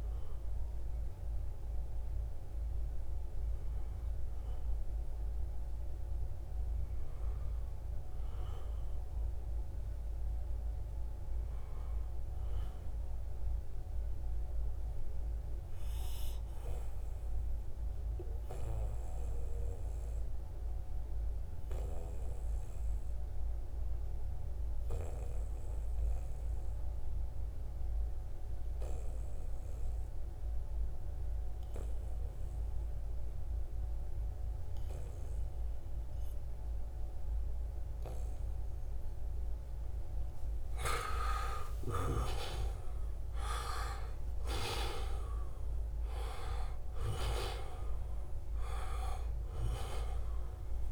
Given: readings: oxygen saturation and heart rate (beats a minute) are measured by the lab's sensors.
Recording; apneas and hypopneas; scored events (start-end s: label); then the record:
breathing in sleep by a room microphone; 1
8.00-11.50 s: arousal
15.00-38.00 s: obstructive apnea (oxygen 98% before, 90% lowest, heart rate 77 before, 63 extreme, up 10 after)
31.50-50.92 s: oxygen desaturation (device-marked, oxygen 96% before, 90% lowest, heart rate 72 before, 62 extreme)
39.50-44.00 s: arousal
From the record:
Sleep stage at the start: N2 (light sleep); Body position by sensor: on the back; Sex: male